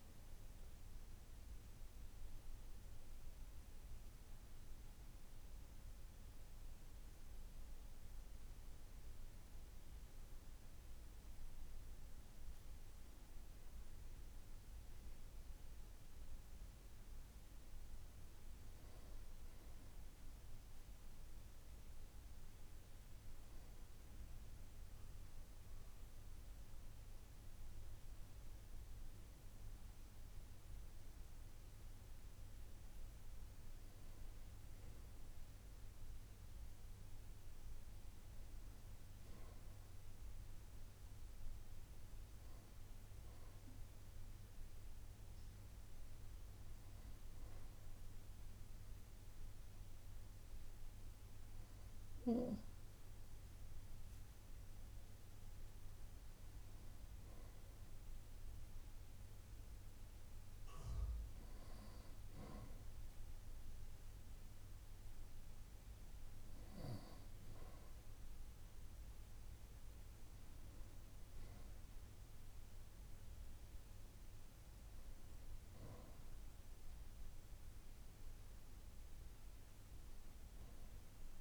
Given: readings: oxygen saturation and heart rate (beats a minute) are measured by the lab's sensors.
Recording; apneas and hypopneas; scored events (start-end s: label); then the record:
breathing in sleep, hard to hear, by a room microphone; none
none scored
From the record:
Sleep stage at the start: N2 (light sleep); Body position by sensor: on the right side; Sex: male